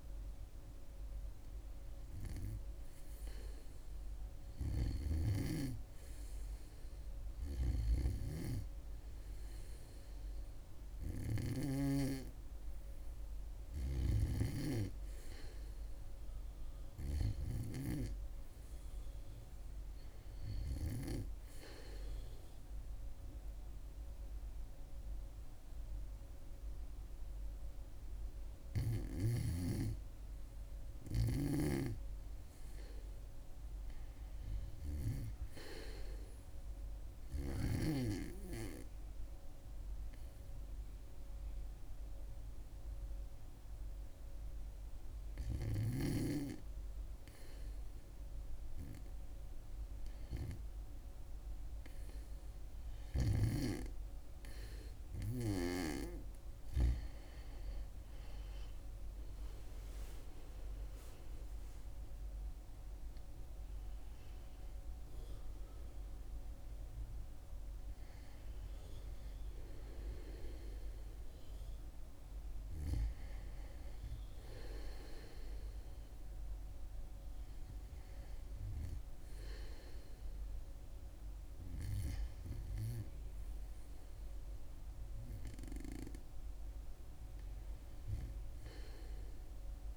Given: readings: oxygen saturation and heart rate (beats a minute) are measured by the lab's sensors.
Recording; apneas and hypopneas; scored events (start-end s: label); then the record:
breathing in sleep by a room microphone; 1
37.50-50.50 s: hypopnea (oxygen 98% before, 95% lowest, heart rate 70 before, 70 extreme, up 3 after)
53.50-58.00 s: arousal
59.00-89.97 s: new sleep stage, N2 (light sleep)
From the record:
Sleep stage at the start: REM sleep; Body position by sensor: on the back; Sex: female